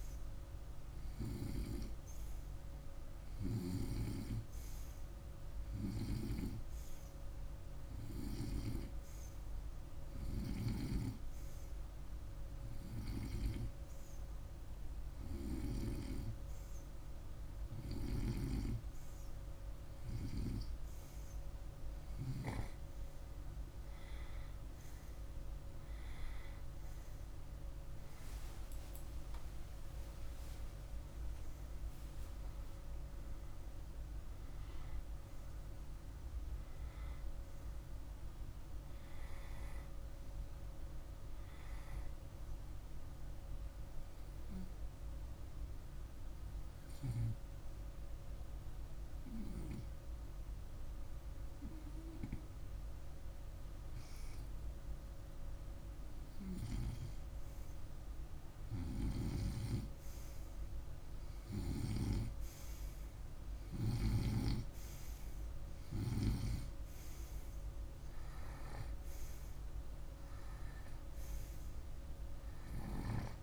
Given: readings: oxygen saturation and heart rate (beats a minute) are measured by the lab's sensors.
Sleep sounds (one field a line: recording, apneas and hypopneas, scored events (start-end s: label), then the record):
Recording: breathing in sleep by a room microphone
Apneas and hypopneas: 1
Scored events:
29.00-33.00 s: arousal
38.50-51.50 s: hypopnea (oxygen 97% before, 95% lowest, heart rate 52 before, 49 extreme, up 2 after)
58.50-63.50 s: snoring (device-marked)
59.50-64.00 s: arousal
From the record:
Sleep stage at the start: N2 (light sleep)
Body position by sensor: on the right side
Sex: male